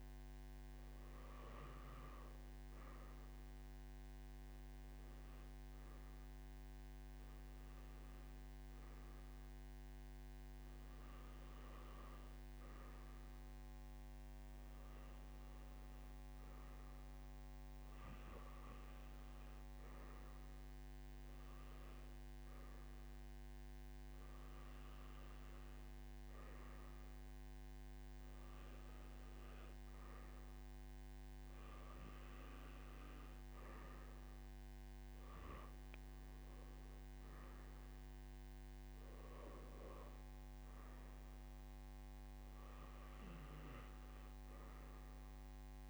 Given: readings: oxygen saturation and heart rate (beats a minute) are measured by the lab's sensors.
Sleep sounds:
breathing in sleep, hard to hear, by a microphone on the trachea; none
none scored
From the record:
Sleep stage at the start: N2 (light sleep); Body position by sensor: on the right side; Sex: male

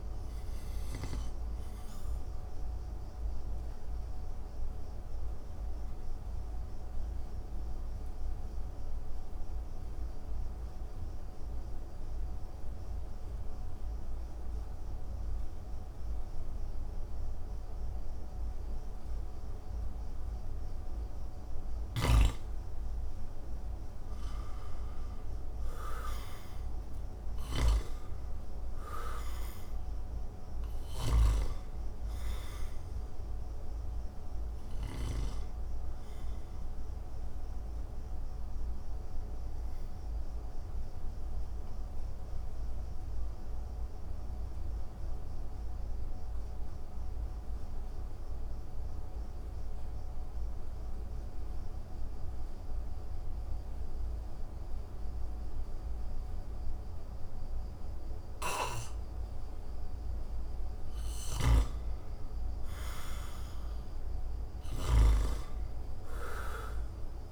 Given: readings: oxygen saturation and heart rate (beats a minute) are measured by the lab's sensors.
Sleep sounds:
breathing in sleep by a room microphone; 2
1.50-21.00 s: obstructive apnea (oxygen 98% before, 86% lowest)
10.50-20.50 s: oxygen desaturation (device-marked, oxygen 97% before, 92% lowest)
23.00-26.50 s: arousal
27.50-53.50 s: oxygen desaturation (device-marked, oxygen 97% before, 86% lowest)
37.00-60.00 s: mixed apnea (oxygen 97% before, 85% lowest)
60.50-64.50 s: snoring (device-marked)
62.50-66.50 s: arousal
63.50-67.32 s: oxygen desaturation (device-marked, oxygen 98% before, 85% lowest)
From the record:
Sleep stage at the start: N2 (light sleep); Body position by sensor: on the back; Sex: male

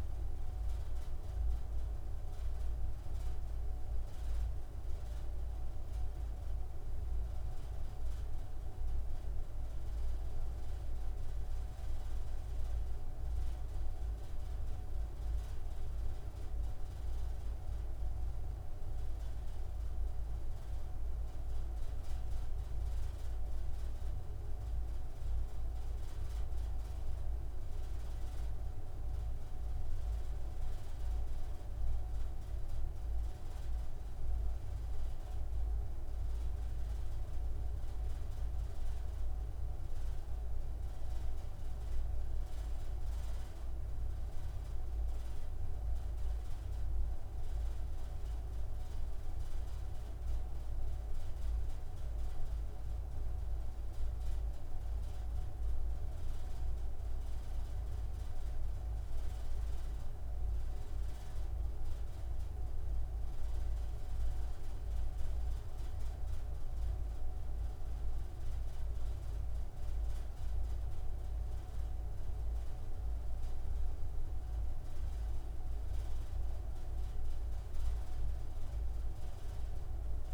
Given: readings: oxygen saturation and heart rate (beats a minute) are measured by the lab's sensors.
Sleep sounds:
breathing in sleep, hard to hear, by a room microphone; none
none scored
From the record:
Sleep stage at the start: N3 (deep sleep); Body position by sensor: on the front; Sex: male

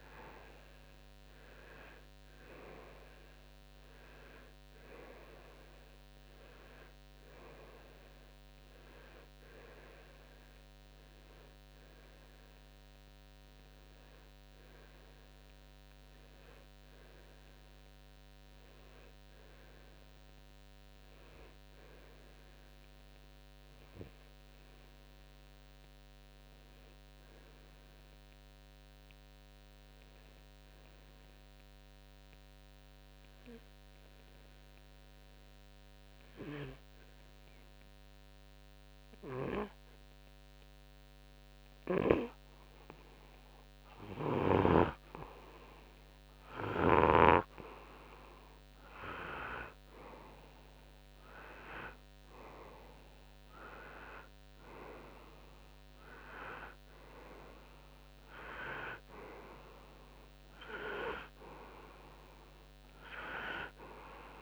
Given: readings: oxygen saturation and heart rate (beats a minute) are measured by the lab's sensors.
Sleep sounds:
breathing in sleep by a microphone on the trachea; 1
27.50-42.00 s: obstructive apnea (oxygen 97% before, 92% lowest, heart rate 59 before, 56 extreme, up 5 after)
44.50-48.00 s: arousal
60.00-64.42 s: oxygen desaturation (device-marked, oxygen 97% before, 92% lowest, heart rate 61 before, 56 extreme)
From the record:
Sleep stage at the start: N2 (light sleep); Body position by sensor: on the right side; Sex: male

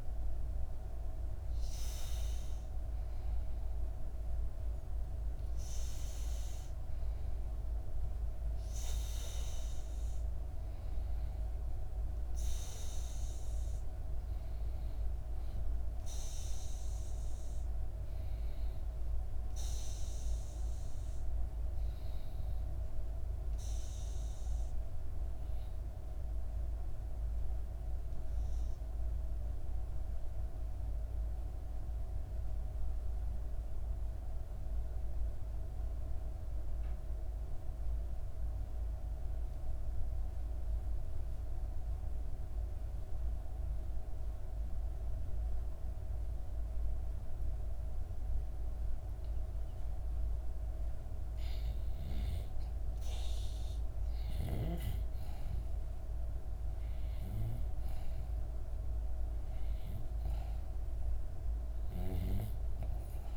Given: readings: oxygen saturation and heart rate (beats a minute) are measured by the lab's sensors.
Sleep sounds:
breathing in sleep, hard to hear, by a room microphone; 1
0.00-2.50 s: oxygen desaturation (device-marked, oxygen 92% lowest, heart rate 63 extreme)
10.50-14.50 s: arousal
27.00-49.50 s: obstructive apnea (oxygen 97% before, 88% lowest, heart rate 65 before, 62 extreme, up 1 after)
46.50-63.37 s: oxygen desaturation (device-marked, oxygen 97% before, 88% lowest, heart rate 63 before, 62 extreme)
50.50-55.50 s: arousal
From the record:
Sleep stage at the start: REM sleep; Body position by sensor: on the back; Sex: female

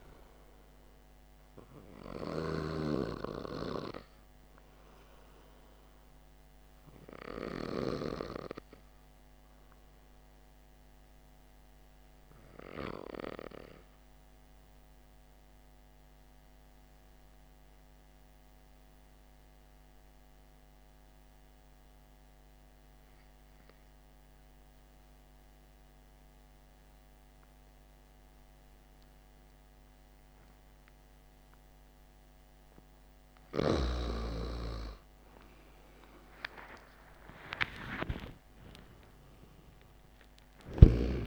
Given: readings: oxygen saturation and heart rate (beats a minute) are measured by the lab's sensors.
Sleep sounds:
breathing in sleep by a microphone on the trachea; 1
15.50-32.50 s: obstructive apnea (oxygen 97% before, 94% lowest, heart rate 56 before, 48 extreme, up 8 after)
35.50-40.00 s: arousal
From the record:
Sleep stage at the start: N2 (light sleep); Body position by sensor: on the back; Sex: male

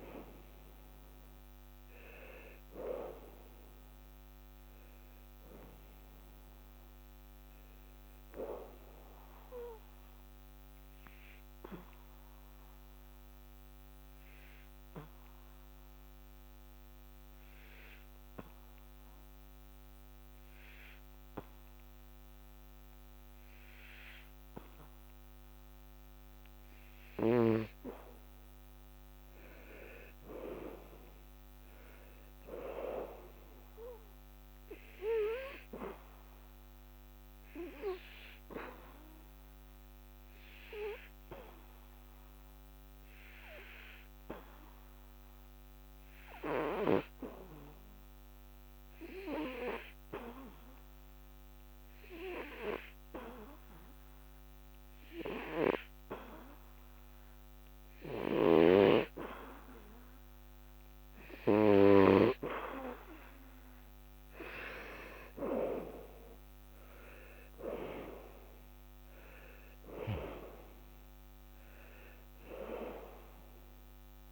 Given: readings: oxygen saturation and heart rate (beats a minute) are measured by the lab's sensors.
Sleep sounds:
breathing in sleep by a microphone on the trachea; 2
0.00-16.00 s: oxygen desaturation (device-marked, oxygen 91% lowest, heart rate 74 extreme)
9.50-27.00 s: obstructive apnea (oxygen 96% before, 89% lowest, heart rate 85 before, 72 extreme, up 6 after)
29.00-32.50 s: arousal
32.00-54.00 s: oxygen desaturation (device-marked, oxygen 99% before, 92% lowest, heart rate 76 before, 69 extreme)
38.50-62.00 s: obstructive apnea (oxygen 99% before, 89% lowest, heart rate 76 before, 69 extreme, up 12 after)
64.00-67.50 s: arousal
64.00-74.32 s: oxygen desaturation (device-marked, oxygen 97% before, 89% lowest, heart rate 75 before, 73 extreme)
From the record:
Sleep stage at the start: N2 (light sleep); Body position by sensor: on the back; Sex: male

